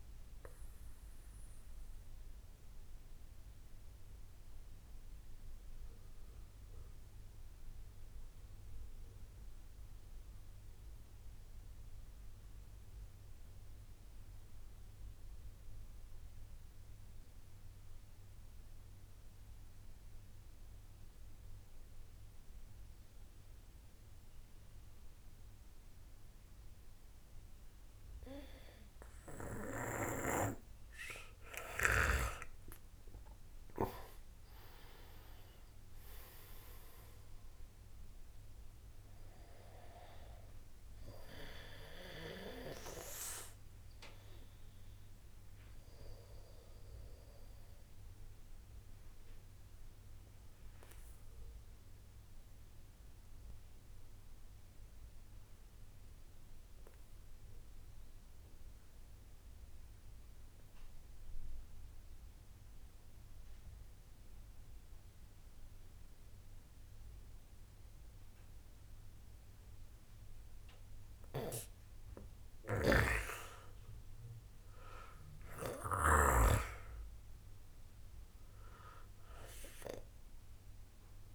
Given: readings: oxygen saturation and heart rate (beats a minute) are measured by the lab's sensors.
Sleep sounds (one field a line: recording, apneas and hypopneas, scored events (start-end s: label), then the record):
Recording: breathing in sleep by a room microphone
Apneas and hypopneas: 2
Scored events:
0.00-14.00 s: oxygen desaturation (device-marked, oxygen 85% lowest, heart rate 49 extreme)
0.50-29.50 s: obstructive apnea (oxygen 97% before, 85% lowest, heart rate 61 before, 49 extreme, up 4 after)
27.00-56.00 s: oxygen desaturation (device-marked, oxygen 98% before, 87% lowest)
33.00-37.50 s: arousal
47.50-72.50 s: mixed apnea (oxygen 98% before, 87% lowest)
71.00-81.35 s: oxygen desaturation (device-marked, oxygen 97% before, 88% lowest)
74.00-76.50 s: arousal
From the record:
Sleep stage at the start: N2 (light sleep)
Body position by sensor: on the back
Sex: male